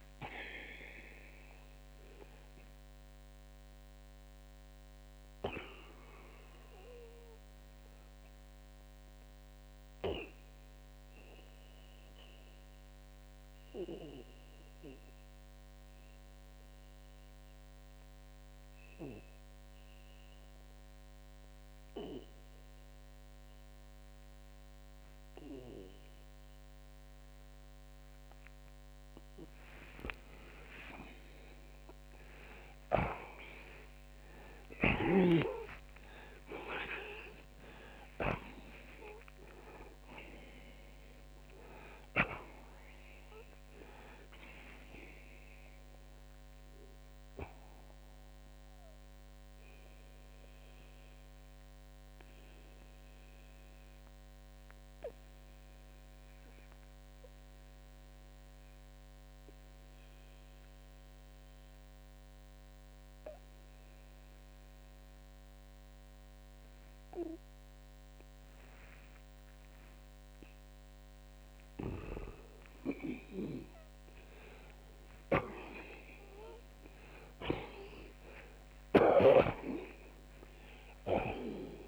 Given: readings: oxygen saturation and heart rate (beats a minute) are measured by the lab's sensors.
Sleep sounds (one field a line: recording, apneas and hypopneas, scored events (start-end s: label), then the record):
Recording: breathing in sleep by a microphone on the trachea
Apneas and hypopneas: 2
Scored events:
0.00-28.50 s: oxygen desaturation (device-marked, oxygen 77% lowest, heart rate 69 extreme)
8.50-29.50 s: mixed apnea (oxygen 93% before, 77% lowest, heart rate 91 before, 68 extreme, up 41 after)
31.50-35.00 s: arousal
34.00-38.00 s: snoring (device-marked)
39.50-73.50 s: oxygen desaturation (device-marked, oxygen 93% before, 79% lowest, heart rate 90 before, 62 extreme)
46.50-71.00 s: mixed apnea (oxygen 93% before, 79% lowest, heart rate 98 before, 62 extreme, up 23 after)
73.00-77.50 s: arousal
From the record:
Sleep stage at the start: N2 (light sleep)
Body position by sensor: on the back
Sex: male